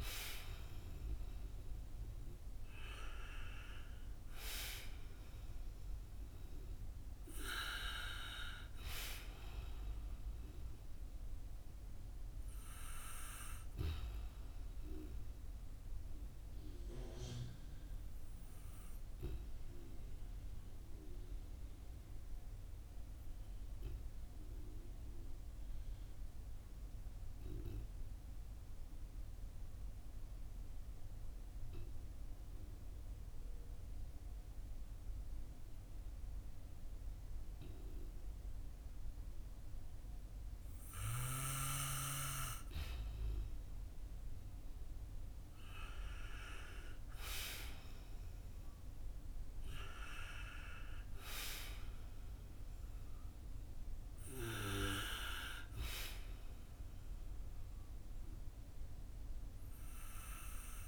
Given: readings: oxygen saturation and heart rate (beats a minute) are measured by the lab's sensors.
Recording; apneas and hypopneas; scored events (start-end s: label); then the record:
breathing in sleep by a room microphone; 1
0.00-3.50 s: arousal
14.50-40.00 s: obstructive apnea (oxygen 96% before, 91% lowest, heart rate 58 before, 49 extreme, up 6 after)
23.00-33.00 s: oxygen desaturation (device-marked, oxygen 94% before, 91% lowest, heart rate 55 before, 49 extreme)
45.50-51.00 s: arousal
From the record:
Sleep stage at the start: N2 (light sleep); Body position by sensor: on the back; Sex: male